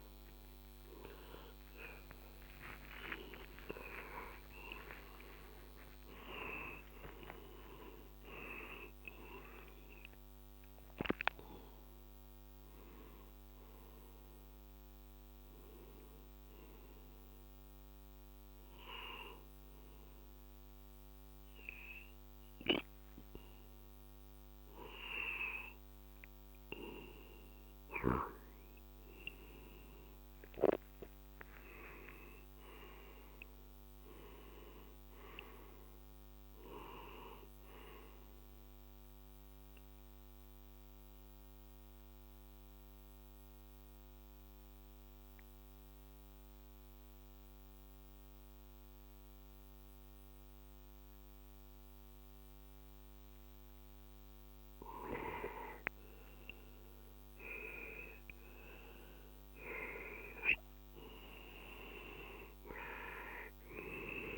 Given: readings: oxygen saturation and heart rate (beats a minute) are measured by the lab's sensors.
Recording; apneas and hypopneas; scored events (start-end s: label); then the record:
breathing in sleep by a microphone on the trachea; 2
0.00-8.50 s: oxygen desaturation (device-marked, oxygen 90% lowest, heart rate 49 extreme)
1.00-7.00 s: arousal
19.00-30.50 s: hypopnea (oxygen 98% before, 90% lowest, heart rate 86 before, 46 extreme, up 9 after)
24.50-64.38 s: new sleep stage, N2 (light sleep)
31.50-35.50 s: arousal
31.50-51.50 s: oxygen desaturation (device-marked, oxygen 96% before, 93% lowest, heart rate 58 before, 42 extreme)
38.50-53.50 s: obstructive apnea (oxygen 98% before, 90% lowest, heart rate 53 before, 42 extreme, up 12 after)
54.50-58.50 s: arousal
58.50-64.38 s: oxygen desaturation (device-marked, oxygen 95% before, 90% lowest, heart rate 49 before, 41 extreme)
From the record:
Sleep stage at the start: N1 (lightest sleep); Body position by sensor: on the left side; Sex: male